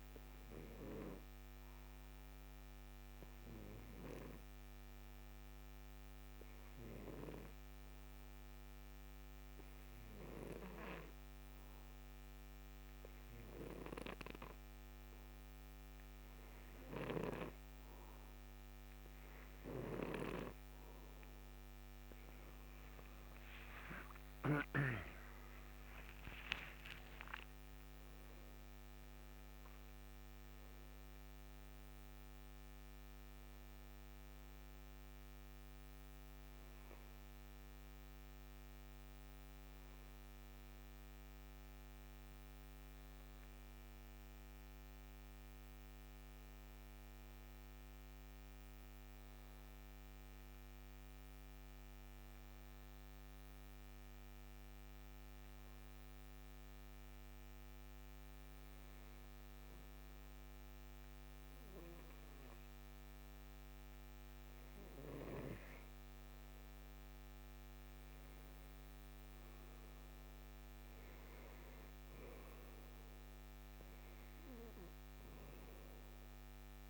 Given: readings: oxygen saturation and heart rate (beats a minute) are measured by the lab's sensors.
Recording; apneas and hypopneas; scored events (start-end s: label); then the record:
breathing in sleep by a microphone on the trachea; 2
2.00-15.50 s: hypopnea (oxygen 94% before, 90% lowest, heart rate 66 before, 55 extreme, up 10 after)
21.50-38.50 s: oxygen desaturation (device-marked, oxygen 94% before, 90% lowest, heart rate 65 before, 55 extreme)
22.50-27.50 s: arousal
42.50-49.00 s: snoring (device-marked)
47.00-63.50 s: hypopnea (oxygen 95% before, 90% lowest, heart rate 72 before, 63 extreme, up 5 after)
64.50-76.90 s: oxygen desaturation (device-marked, oxygen 96% before, 92% lowest, heart rate 81 before, 64 extreme)
66.50-71.00 s: arousal
From the record:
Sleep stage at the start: N2 (light sleep); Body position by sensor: on the right side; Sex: male